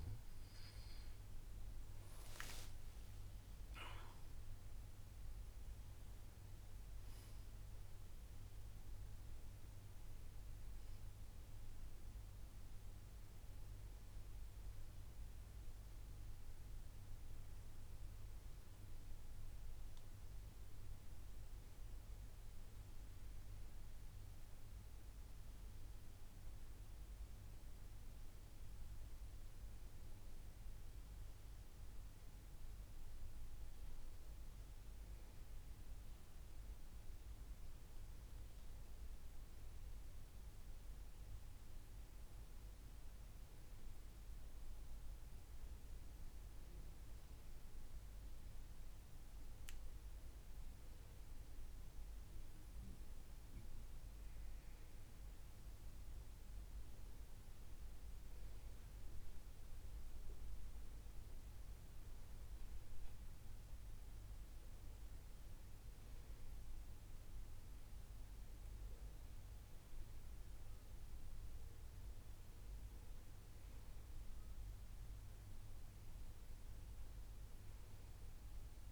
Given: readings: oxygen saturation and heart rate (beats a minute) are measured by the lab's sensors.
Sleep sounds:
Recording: breathing in sleep, hard to hear, by a room microphone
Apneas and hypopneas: none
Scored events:
0.00-8.00 s: oxygen desaturation (device-marked, oxygen 89% lowest, heart rate 60 extreme)
From the record:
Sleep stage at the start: N2 (light sleep)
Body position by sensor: on the back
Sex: male

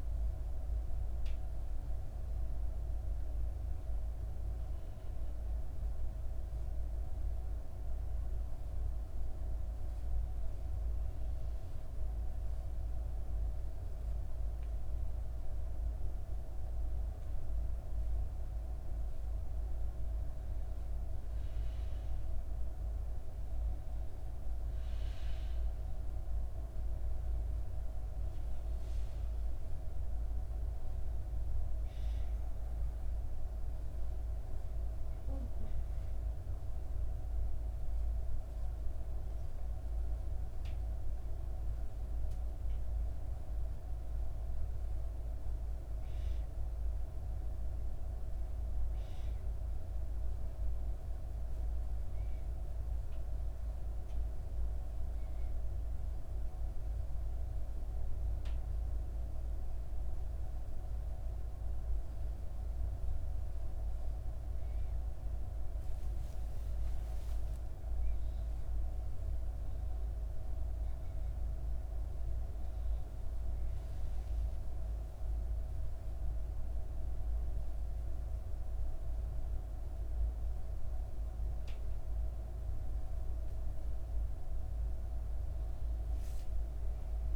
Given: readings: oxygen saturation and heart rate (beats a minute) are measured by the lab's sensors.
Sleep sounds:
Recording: breathing in sleep, hard to hear, by a room microphone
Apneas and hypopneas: 2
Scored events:
3.50-5.50 s: long interval between heartbeats (device-marked, heart rate 65 before, 64 extreme)
6.00-16.50 s: obstructive apnea (oxygen 99% before, 93% lowest, heart rate 65 before, 61 extreme, up 2 after)
6.50-42.50 s: oxygen desaturation (device-marked, oxygen 98% before, 93% lowest, heart rate 65 before, 61 extreme)
19.00-22.50 s: arousal
35.00-45.00 s: obstructive apnea (oxygen 98% before, 93% lowest, heart rate 62 before, 61 extreme, up 3 after)
47.50-51.00 s: arousal
72.50-77.00 s: arousal
From the record:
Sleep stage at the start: N1 (lightest sleep)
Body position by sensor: on the back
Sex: female

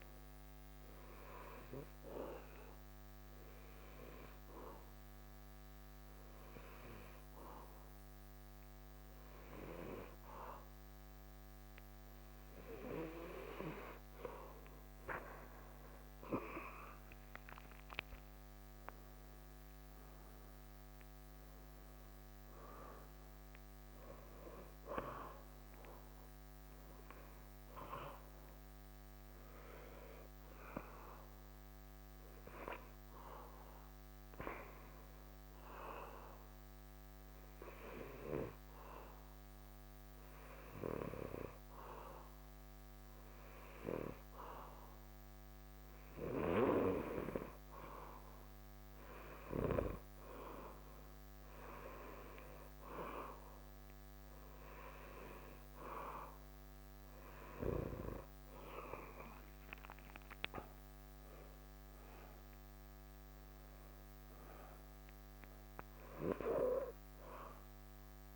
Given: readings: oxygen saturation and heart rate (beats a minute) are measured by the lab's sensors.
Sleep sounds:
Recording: breathing in sleep by a microphone on the trachea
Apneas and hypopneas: 2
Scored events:
2.50-15.00 s: obstructive apnea (oxygen 94% before, 90% lowest, heart rate 70 before, 68 extreme, up 1 after)
16.00-20.50 s: arousal
21.00-40.00 s: oxygen desaturation (device-marked, oxygen 94% before, 90% lowest, heart rate 70 before, 67 extreme)
36.00-51.00 s: obstructive apnea (oxygen 94% before, 90% lowest, heart rate 70 before, 67 extreme, up 4 after)
58.00-61.50 s: arousal
From the record:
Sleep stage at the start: N2 (light sleep)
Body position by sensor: on the back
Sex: male

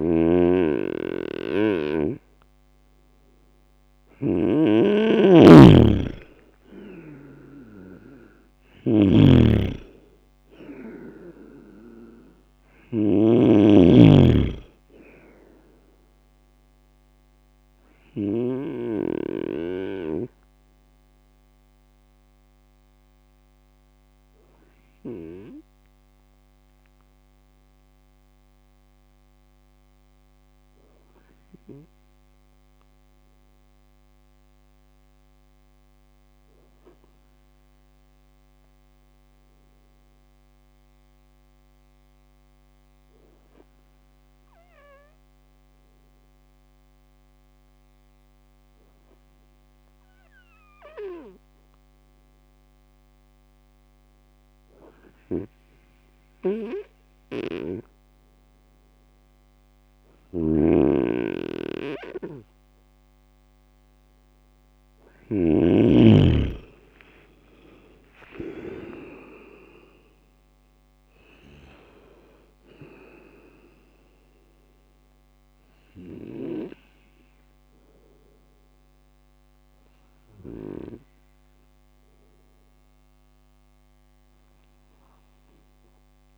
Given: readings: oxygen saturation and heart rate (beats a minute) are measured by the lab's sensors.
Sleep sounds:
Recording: breathing in sleep by a microphone on the trachea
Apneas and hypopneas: 1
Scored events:
0.00-18.50 s: snoring (device-marked)
20.00-56.00 s: hypopnea (oxygen 97% before, 96% lowest)
60.00-65.50 s: snoring (device-marked)
65.50-70.00 s: arousal
From the record:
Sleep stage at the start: N2 (light sleep)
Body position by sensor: on the right side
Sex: male

